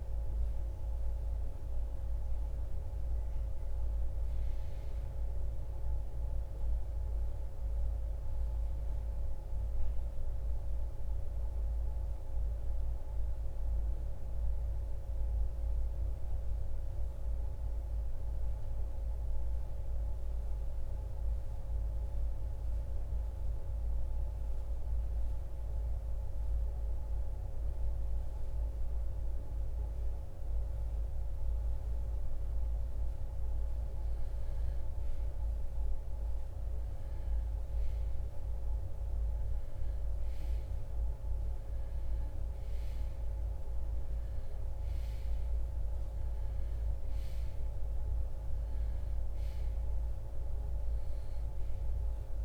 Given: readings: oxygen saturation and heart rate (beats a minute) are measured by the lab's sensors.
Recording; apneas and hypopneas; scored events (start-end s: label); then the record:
breathing in sleep, hard to hear, by a room microphone; 1
0.00-14.50 s: oxygen desaturation (device-marked, oxygen 86% lowest, heart rate 59 extreme)
6.50-11.00 s: arousal
15.00-33.50 s: mixed apnea (oxygen 95% before, 87% lowest, heart rate 78 before, 54 extreme, up 6 after)
38.00-42.50 s: arousal
From the record:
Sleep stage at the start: REM sleep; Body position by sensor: on the right side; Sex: male